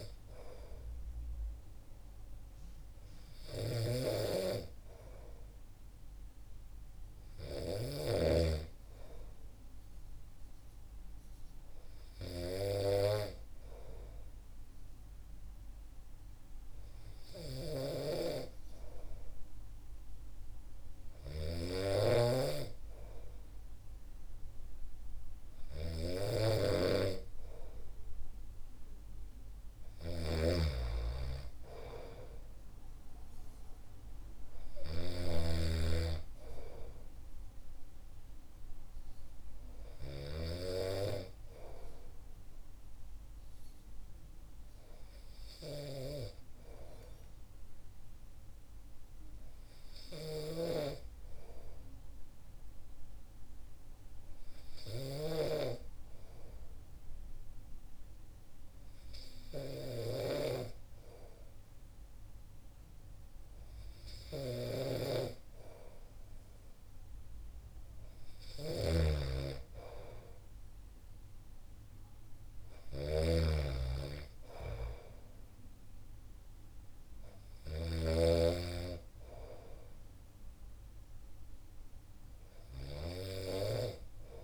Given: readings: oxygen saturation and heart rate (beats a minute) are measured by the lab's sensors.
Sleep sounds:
breathing in sleep by a room microphone; none
3.50-8.50 s: snoring (device-marked)
17.50-40.50 s: snoring (device-marked)
50.50-55.50 s: snoring (device-marked)
64.50-78.50 s: snoring (device-marked)
From the record:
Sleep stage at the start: N2 (light sleep); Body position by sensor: on the back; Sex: male

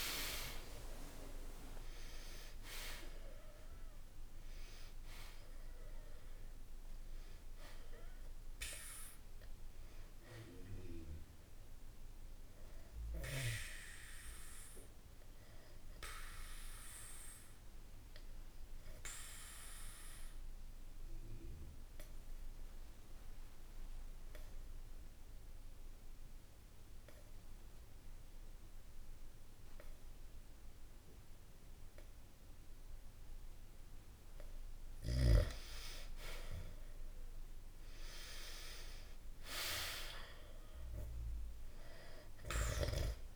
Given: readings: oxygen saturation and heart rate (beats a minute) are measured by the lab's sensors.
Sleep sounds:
breathing in sleep by a room microphone; 1
0.00-3.00 s: arousal
4.00-28.00 s: oxygen desaturation (device-marked, oxygen 97% before, 91% lowest, heart rate 63 before, 62 extreme)
14.50-34.00 s: obstructive apnea (oxygen 97% before, 91% lowest, heart rate 65 before, 62 extreme)
36.50-39.50 s: arousal
40.00-43.36 s: oxygen desaturation (device-marked, oxygen 98% before, 92% lowest, heart rate 65 before, 63 extreme)
From the record:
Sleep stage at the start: N2 (light sleep); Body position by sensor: on the back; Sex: male

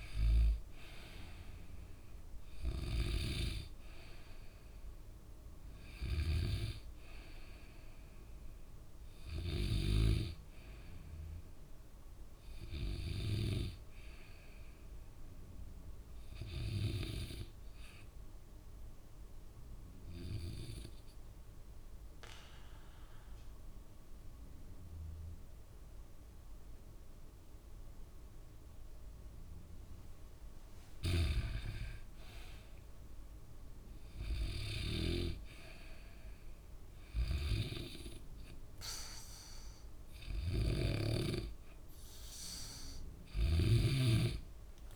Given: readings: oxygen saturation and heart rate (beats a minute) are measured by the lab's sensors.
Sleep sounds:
breathing in sleep by a room microphone; 1
0.00-20.50 s: oxygen desaturation (device-marked, oxygen 92% lowest, heart rate 63 extreme)
18.00-30.50 s: obstructive apnea (oxygen 95% before, 93% lowest, heart rate 68 before, 65 extreme, up 4 after)
32.00-36.00 s: arousal
36.50-44.96 s: oxygen desaturation (device-marked, oxygen 97% before, 93% lowest, heart rate 69 before, 65 extreme)
40.50-44.96 s: snoring (device-marked)
From the record:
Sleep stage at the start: N2 (light sleep); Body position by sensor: on the back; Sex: male

